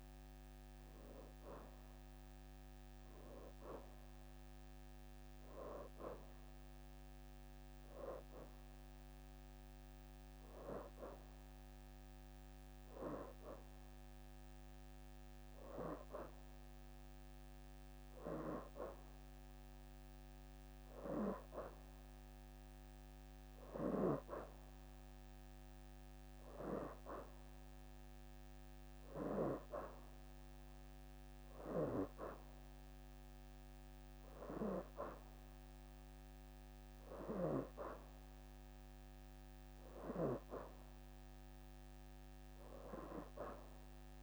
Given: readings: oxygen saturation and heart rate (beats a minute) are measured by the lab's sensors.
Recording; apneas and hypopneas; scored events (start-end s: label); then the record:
breathing in sleep by a microphone on the trachea; none
0.00-1.00 s: leg movement (device-marked)
From the record:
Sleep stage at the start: N2 (light sleep); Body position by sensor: on the back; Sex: female